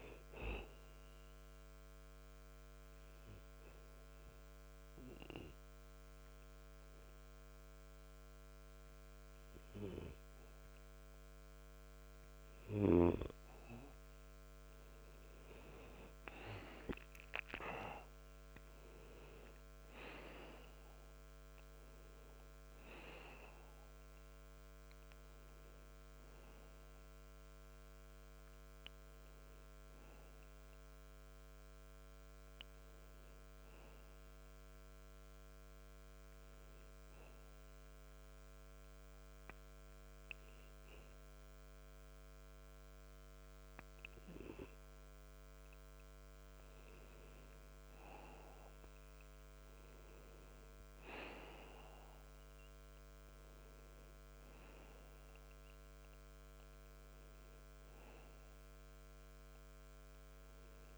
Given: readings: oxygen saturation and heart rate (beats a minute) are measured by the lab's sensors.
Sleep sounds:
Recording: breathing in sleep by a microphone on the trachea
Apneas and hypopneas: 2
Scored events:
0.50-14.00 s: obstructive apnea (oxygen 95% before, 91% lowest, heart rate 78 before, 64 extreme, up 21 after)
16.00-18.50 s: arousal
35.50-43.50 s: oxygen desaturation (device-marked, oxygen 95% before, 91% lowest, heart rate 80 before, 64 extreme)
36.00-46.00 s: obstructive apnea (oxygen 96% before, 91% lowest, heart rate 80 before, 64 extreme, up 10 after)
47.50-51.00 s: arousal
59.50-60.98 s: oxygen desaturation (device-marked, oxygen 97% before, 93% lowest, heart rate 78 before, 61 extreme)
From the record:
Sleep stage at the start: N2 (light sleep)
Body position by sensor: on the back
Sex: male

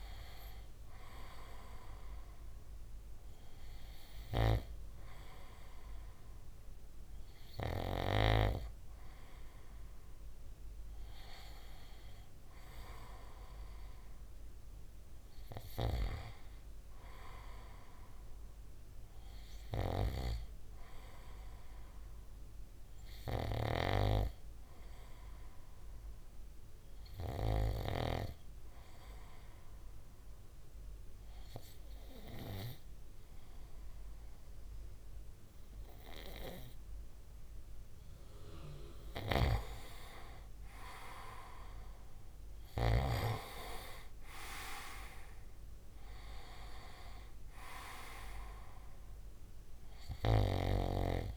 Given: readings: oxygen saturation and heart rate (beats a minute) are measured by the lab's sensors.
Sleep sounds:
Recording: breathing in sleep by a room microphone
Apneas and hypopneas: 1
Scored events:
15.00-18.50 s: arousal
24.00-37.00 s: obstructive apnea (oxygen 96% before, 93% lowest, heart rate 60 before, 57 extreme, up 5 after)
39.50-42.50 s: arousal
From the record:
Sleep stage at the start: N2 (light sleep)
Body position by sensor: on the back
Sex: male

